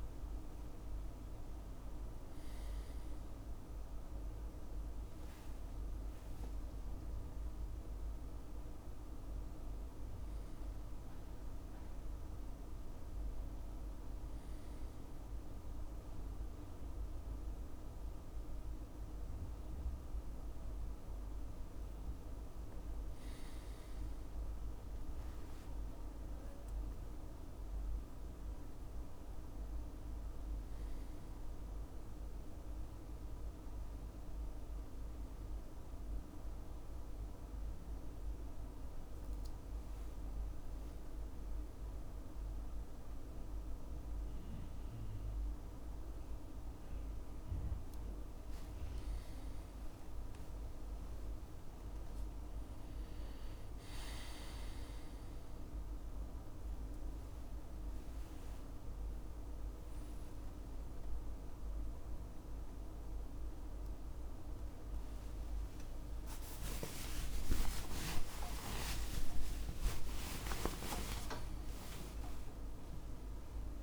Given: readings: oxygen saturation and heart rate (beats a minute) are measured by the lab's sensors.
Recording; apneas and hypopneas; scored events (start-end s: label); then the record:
breathing in sleep by a room microphone; none
55.50-73.83 s: new sleep stage, awake
From the record:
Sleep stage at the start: N1 (lightest sleep); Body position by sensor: on the back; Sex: male